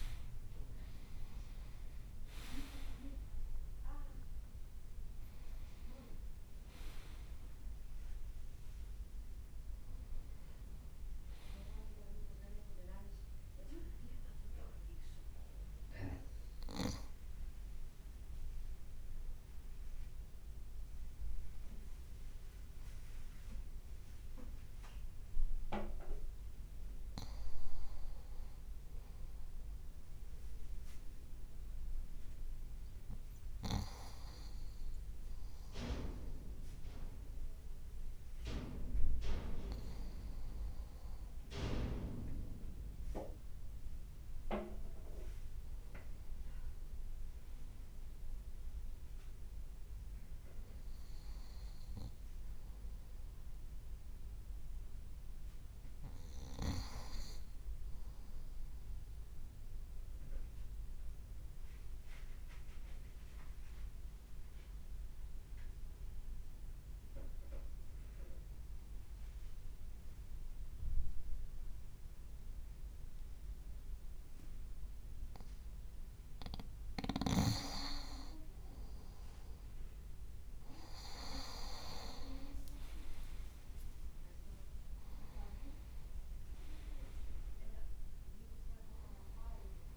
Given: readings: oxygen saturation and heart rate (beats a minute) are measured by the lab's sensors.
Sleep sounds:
breathing in sleep by a room microphone; 2
12.50-25.00 s: obstructive apnea (oxygen 97% before, 94% lowest, heart rate 58 before, 54 extreme, up 0 after)
28.00-31.50 s: arousal
58.50-74.00 s: obstructive apnea (oxygen 98% before, 93% lowest, heart rate 55 before, 55 extreme, up 2 after)
77.50-82.00 s: arousal
79.50-81.00 s: leg movement (device-marked)
81.50-85.00 s: leg movement (device-marked)
From the record:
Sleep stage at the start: N2 (light sleep); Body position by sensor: on the front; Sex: male

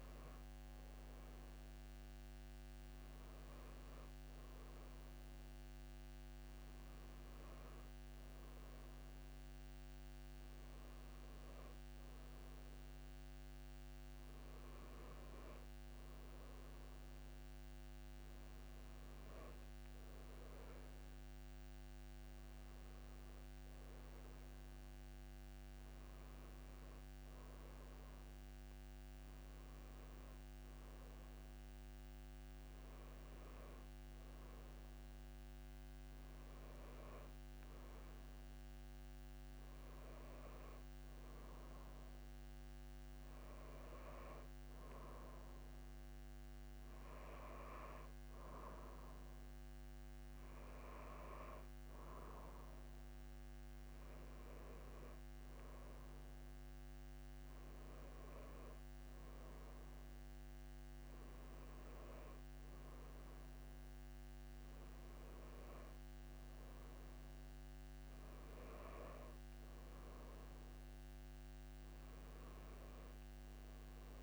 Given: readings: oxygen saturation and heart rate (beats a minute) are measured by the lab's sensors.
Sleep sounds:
breathing in sleep, hard to hear, by a microphone on the trachea; none
none scored
From the record:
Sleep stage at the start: N1 (lightest sleep); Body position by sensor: on the back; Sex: female

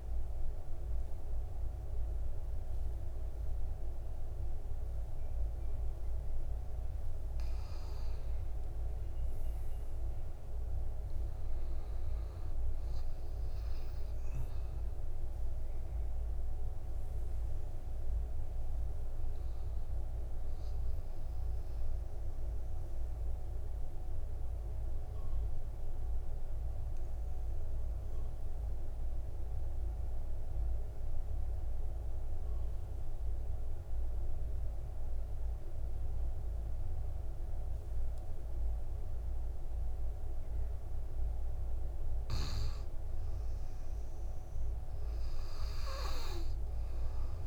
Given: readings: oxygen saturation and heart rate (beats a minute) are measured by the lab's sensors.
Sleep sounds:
a person partly awake in a sleep study, hard to hear, by a room microphone; 1
1.00-47.47 s: new sleep stage, N2 (light sleep)
20.00-32.00 s: oxygen desaturation (device-marked, oxygen 99% before, 92% lowest, heart rate 64 before, 51 extreme)
22.50-42.00 s: obstructive apnea (oxygen 99% before, 92% lowest, heart rate 61 before, 51 extreme, up 7 after)
45.50-47.47 s: arousal
From the record:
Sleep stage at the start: awake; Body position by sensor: on the back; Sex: male

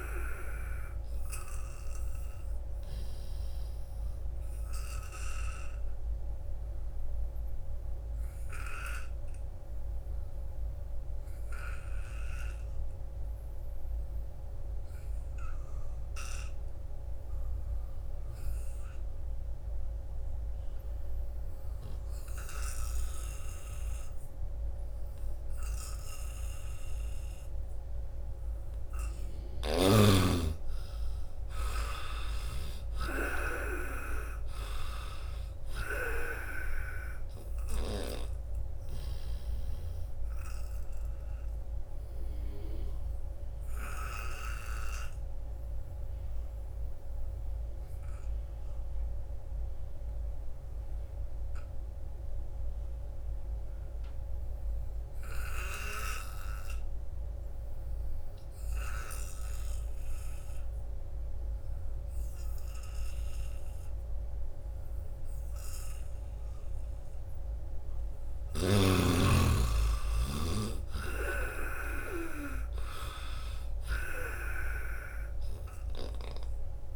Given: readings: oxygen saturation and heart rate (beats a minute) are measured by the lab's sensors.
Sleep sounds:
breathing in sleep by a room microphone; 2
0.00-19.50 s: oxygen desaturation (device-marked, oxygen 84% lowest, heart rate 65 extreme)
2.50-28.50 s: obstructive apnea (oxygen 98% before, 81% lowest, heart rate 78 before, 65 extreme, up 1 after)
26.50-54.50 s: oxygen desaturation (device-marked, oxygen 97% before, 81% lowest, heart rate 78 before, 65 extreme)
29.50-33.00 s: snoring (device-marked)
30.50-34.00 s: arousal
41.00-68.00 s: obstructive apnea (oxygen 97% before, 81% lowest, heart rate 73 before, 66 extreme, up 7 after)
60.50-76.96 s: oxygen desaturation (device-marked, oxygen 97% before, 81% lowest, heart rate 81 before, 66 extreme)
70.50-74.00 s: arousal
From the record:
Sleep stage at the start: N2 (light sleep); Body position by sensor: on the back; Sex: male

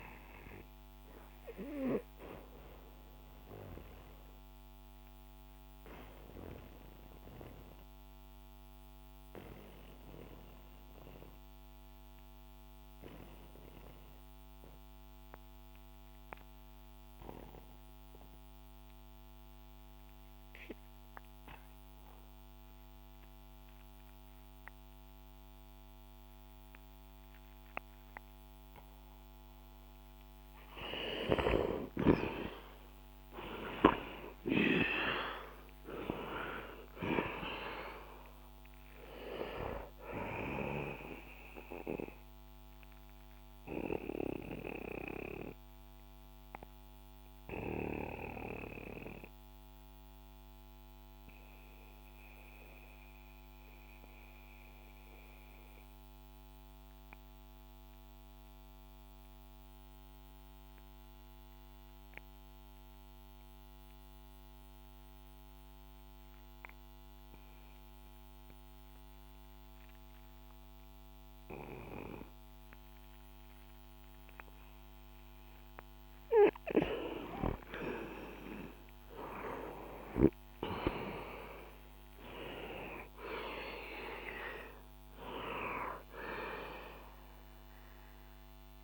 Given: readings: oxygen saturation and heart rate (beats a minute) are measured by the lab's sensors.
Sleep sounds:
breathing in sleep by a microphone on the trachea; 2
3.00-29.50 s: obstructive apnea (oxygen 99% before, 87% lowest, heart rate 71 before, 62 extreme, up 11 after)
15.00-24.00 s: oxygen desaturation (device-marked, oxygen 92% before, 87% lowest, heart rate 69 before, 62 extreme)
31.50-35.00 s: arousal
39.00-47.00 s: oxygen desaturation (device-marked, oxygen 97% before, 93% lowest, heart rate 66 before, 62 extreme)
41.50-75.50 s: mixed apnea (oxygen 98% before, 87% lowest, heart rate 67 before, 61 extreme, up 11 after)
54.00-64.00 s: oxygen desaturation (device-marked, oxygen 94% before, 87% lowest, heart rate 69 before, 62 extreme)
77.00-88.84 s: oxygen desaturation (device-marked, oxygen 98% before, 92% lowest, heart rate 65 before, 61 extreme)
79.00-83.50 s: arousal
From the record:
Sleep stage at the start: N2 (light sleep); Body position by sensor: on the back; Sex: male

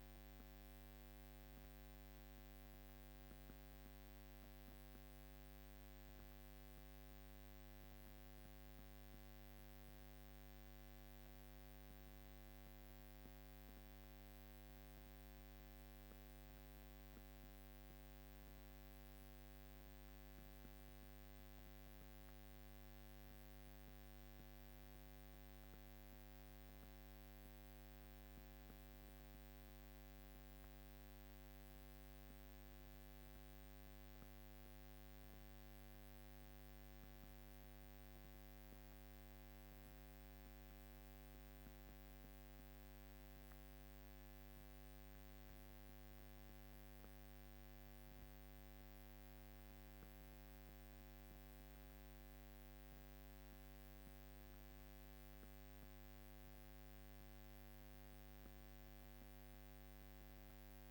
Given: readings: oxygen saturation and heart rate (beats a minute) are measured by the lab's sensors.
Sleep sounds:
breathing in sleep, hard to hear, by a microphone on the trachea; none
0.50-10.50 s: drop in pulse transit time (device-marked, heart rate 50 before, 47 extreme)
From the record:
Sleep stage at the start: N2 (light sleep); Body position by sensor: on the back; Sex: female

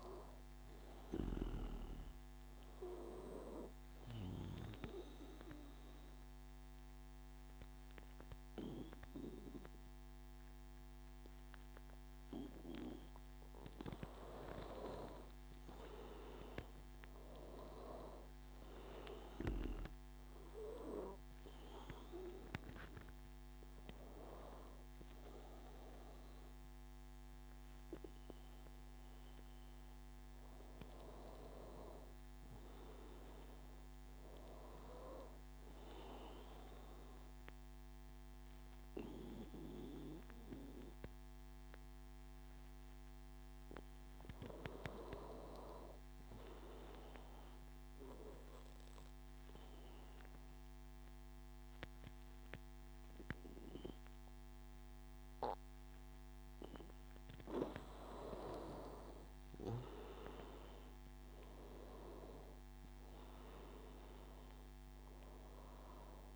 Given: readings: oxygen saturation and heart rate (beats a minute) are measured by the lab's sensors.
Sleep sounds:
breathing in sleep by a microphone on the trachea; 3
4.00-15.00 s: obstructive apnea (oxygen 96% before, 92% lowest, heart rate 89 before, 85 extreme, up 7 after)
16.00-18.50 s: arousal
21.00-31.50 s: hypopnea (oxygen 96% before, 91% lowest, heart rate 89 before, 84 extreme, up 4 after)
33.00-36.50 s: arousal
48.00-59.00 s: obstructive apnea (oxygen 97% before, 91% lowest, heart rate 88 before, 82 extreme, up 11 after)
60.50-64.00 s: arousal
From the record:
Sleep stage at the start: N2 (light sleep); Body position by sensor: on the back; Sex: male

